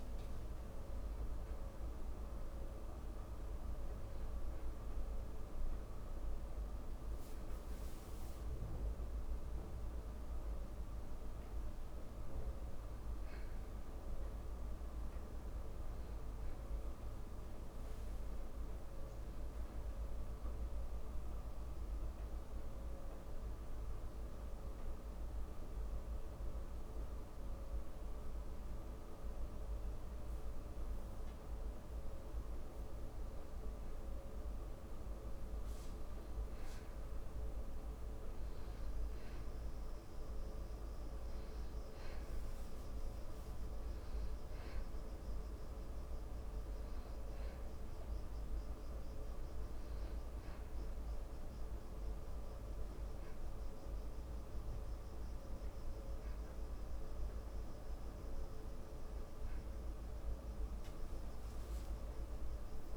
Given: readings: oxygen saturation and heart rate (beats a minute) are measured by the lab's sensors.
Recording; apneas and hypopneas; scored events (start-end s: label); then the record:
a person partly awake in a sleep study, hard to hear, by a room microphone; 1
12.50-17.50 s: arousal
22.50-33.00 s: obstructive apnea (oxygen 97% before, 92% lowest)
36.00-62.97 s: new sleep stage, awake
42.00-60.00 s: oxygen desaturation (device-marked, oxygen 96% before, 92% lowest)
From the record:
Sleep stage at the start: N2 (light sleep); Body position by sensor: on the back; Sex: male